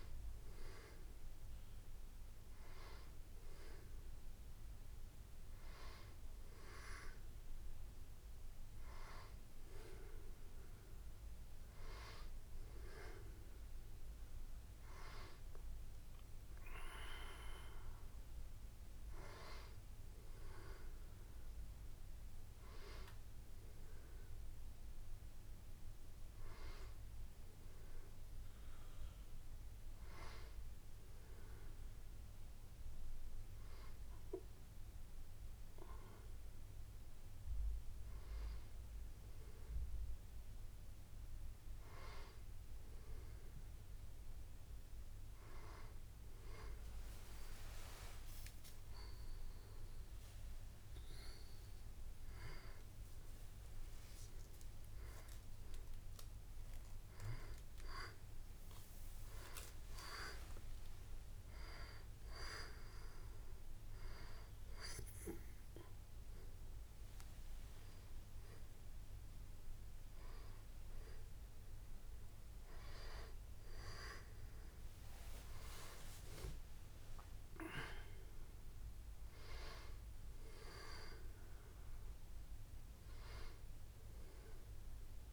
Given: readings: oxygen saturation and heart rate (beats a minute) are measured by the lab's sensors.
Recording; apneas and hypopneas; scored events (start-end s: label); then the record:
breathing in sleep by a room microphone; none
48.50-50.50 s: long interval between heartbeats (device-marked, heart rate 80 before, 124 extreme)
50.50-52.50 s: long interval between heartbeats (device-marked, heart rate 85 before, 147 extreme)
53.00-55.00 s: long interval between heartbeats (device-marked, heart rate 93 before, 174 extreme)
57.50-59.50 s: long interval between heartbeats (device-marked, heart rate 115 before, 110 extreme)
60.00-62.00 s: long interval between heartbeats (device-marked, heart rate 120 before, 109 extreme)
68.00-70.00 s: long interval between heartbeats (device-marked, heart rate 128 before, 92 extreme)
69.00-74.00 s: arousal
From the record:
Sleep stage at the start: N2 (light sleep); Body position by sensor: on the back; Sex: female